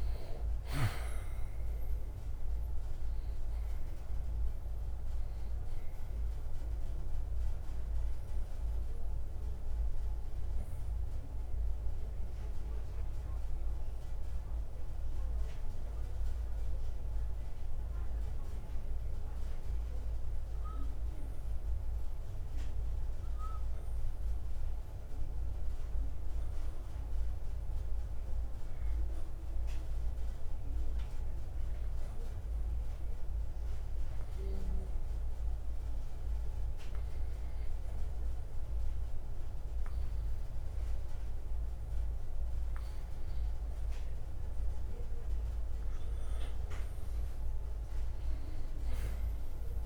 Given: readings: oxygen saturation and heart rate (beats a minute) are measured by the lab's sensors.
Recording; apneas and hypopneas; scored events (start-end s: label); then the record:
breathing in sleep, hard to hear, by a room microphone; 1
0.00-4.00 s: arousal
8.50-45.50 s: hypopnea (oxygen 96% before, 90% lowest, heart rate 61 before, 57 extreme, up 4 after)
15.50-35.50 s: oxygen desaturation (device-marked, oxygen 94% before, 90% lowest, heart rate 62 before, 58 extreme)
From the record:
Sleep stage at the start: N2 (light sleep); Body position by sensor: on the right side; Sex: male